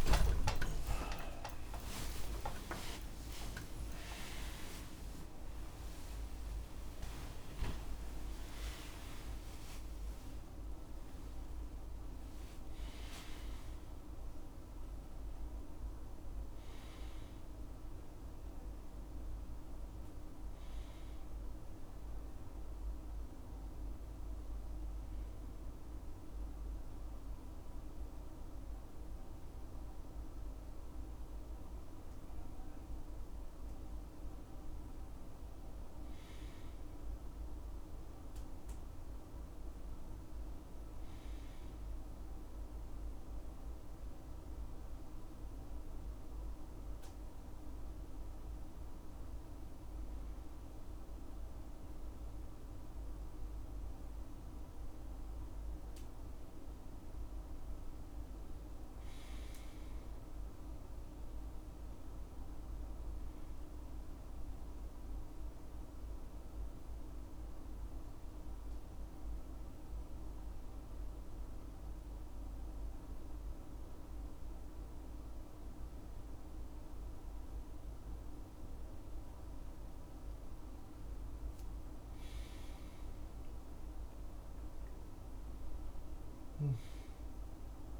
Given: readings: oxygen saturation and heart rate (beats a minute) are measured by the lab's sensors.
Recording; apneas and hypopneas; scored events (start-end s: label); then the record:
a person partly awake in a sleep study, hard to hear, by a room microphone; 3
0.00-11.50 s: tachycardia (device-marked, heart rate 175 extreme)
18.50-88.00 s: new sleep stage, N2 (light sleep)
25.00-35.00 s: central apnea (oxygen 100% before, 94% lowest, heart rate 99 before, 69 extreme, up 3 after)
37.00-39.50 s: arousal
39.50-52.50 s: oxygen desaturation (device-marked, oxygen 99% before, 94% lowest, heart rate 81 before, 64 extreme)
43.00-55.00 s: hypopnea (oxygen 100% before, 93% lowest, heart rate 79 before, 64 extreme, up 3 after)
57.00-60.50 s: arousal
67.00-79.00 s: hypopnea (oxygen 99% before, 92% lowest, heart rate 71 before, 68 extreme, up 15 after)
81.50-85.00 s: arousal
From the record:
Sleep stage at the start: awake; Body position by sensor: on the right side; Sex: male